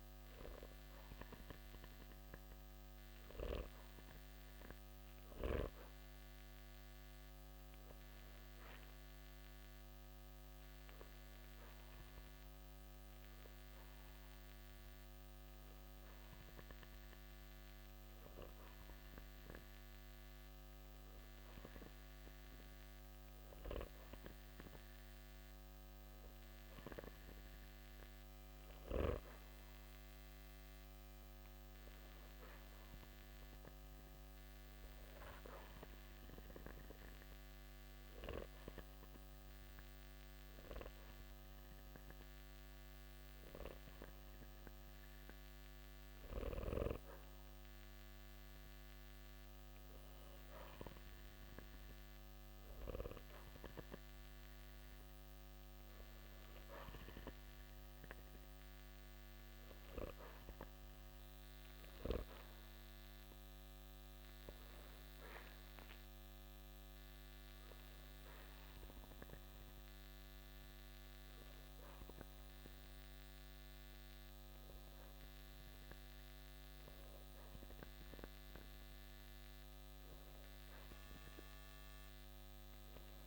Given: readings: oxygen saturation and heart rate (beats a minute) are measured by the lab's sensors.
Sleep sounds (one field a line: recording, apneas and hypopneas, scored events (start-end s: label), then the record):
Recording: breathing in sleep by a microphone on the trachea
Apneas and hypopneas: 2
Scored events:
11.50-23.50 s: obstructive apnea (oxygen 95% before, 89% lowest, heart rate 58 before, 56 extreme, up 1 after)
26.50-30.00 s: arousal
35.50-46.50 s: obstructive apnea (oxygen 94% before, 89% lowest, heart rate 56 before, 55 extreme, up 0 after)
49.00-52.50 s: arousal
61.50-69.50 s: oxygen desaturation (device-marked, oxygen 93% before, 89% lowest, heart rate 56 before, 55 extreme)
From the record:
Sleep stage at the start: N2 (light sleep)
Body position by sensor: on the back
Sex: male